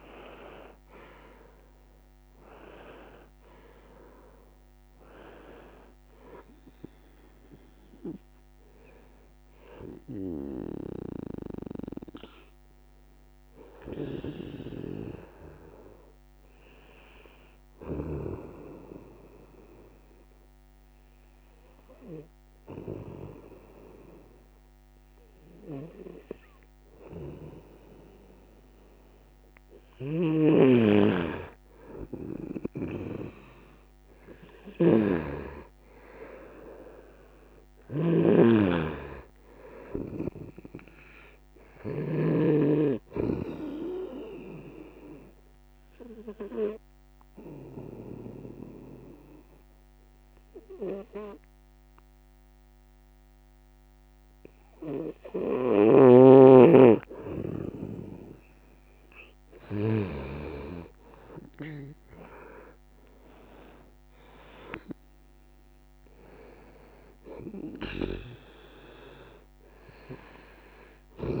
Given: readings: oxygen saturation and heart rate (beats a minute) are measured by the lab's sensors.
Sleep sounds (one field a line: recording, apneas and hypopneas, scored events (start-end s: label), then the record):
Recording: breathing in sleep by a microphone on the trachea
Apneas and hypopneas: 2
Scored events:
0.00-24.00 s: oxygen desaturation (device-marked, oxygen 97% before, 91% lowest, heart rate 70 before, 69 extreme)
19.00-30.50 s: obstructive apnea (oxygen 97% before, 91% lowest, heart rate 73 before, 69 extreme, up 2 after)
29.50-42.00 s: snoring (device-marked)
33.50-37.50 s: arousal
41.00-61.00 s: oxygen desaturation (device-marked, oxygen 98% before, 93% lowest, heart rate 70 before, 69 extreme)
43.00-57.00 s: obstructive apnea (oxygen 98% before, 91% lowest, heart rate 71 before, 69 extreme, up 3 after)
55.50-60.00 s: snoring (device-marked)
61.50-65.50 s: arousal
69.00-71.40 s: oxygen desaturation (device-marked, oxygen 98% before, 93% lowest, heart rate 71 before, 69 extreme)
From the record:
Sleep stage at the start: N2 (light sleep)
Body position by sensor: on the right side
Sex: male